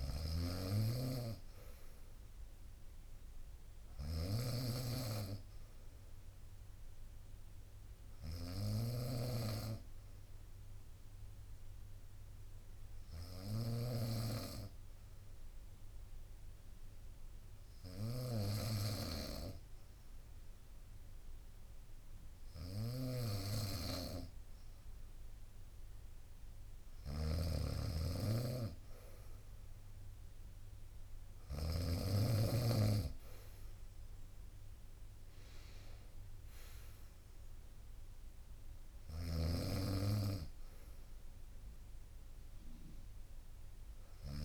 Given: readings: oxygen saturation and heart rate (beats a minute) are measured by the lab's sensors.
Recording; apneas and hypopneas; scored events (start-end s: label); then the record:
breathing in sleep by a room microphone; 1
0.00-4.00 s: oxygen desaturation (device-marked, oxygen 93% lowest, heart rate 58 extreme)
0.00-7.00 s: drop in pulse transit time (device-marked, heart rate 59 extreme)
0.00-31.50 s: snoring (device-marked)
3.00-7.00 s: bradycardia (device-marked, heart rate 64 before, 59 extreme)
9.50-24.00 s: obstructive apnea (oxygen 96% before, 93% lowest, heart rate 62 before, 56 extreme, up 1 after)
25.50-29.50 s: arousal
38.50-44.45 s: snoring (device-marked)
40.00-44.45 s: bradycardia (device-marked, heart rate 64 before, 56 extreme)
From the record:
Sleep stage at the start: N2 (light sleep); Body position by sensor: on the right side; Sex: female